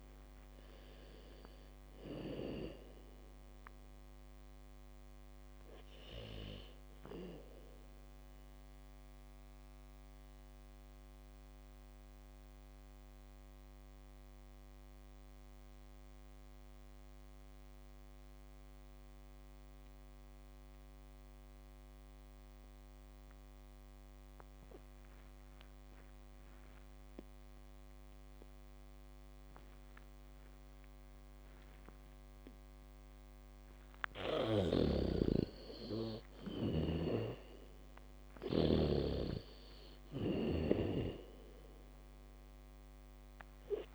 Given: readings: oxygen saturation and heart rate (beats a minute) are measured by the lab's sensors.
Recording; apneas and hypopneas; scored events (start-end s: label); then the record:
breathing in sleep by a microphone on the trachea; 1
0.00-1.00 s: arousal
0.00-8.50 s: bradycardia (device-marked, heart rate 37 extreme)
0.00-25.50 s: oxygen desaturation (device-marked, oxygen 86% lowest)
8.50-33.50 s: mixed apnea (oxygen 99% before, 85% lowest)
35.00-39.00 s: snoring (device-marked)
35.50-39.50 s: arousal
38.50-43.95 s: bradycardia (device-marked)
38.50-43.95 s: oxygen desaturation (device-marked, oxygen 99% before, 86% lowest, heart rate 68 before, 34 extreme)
From the record:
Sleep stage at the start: N2 (light sleep); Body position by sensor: on the back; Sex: female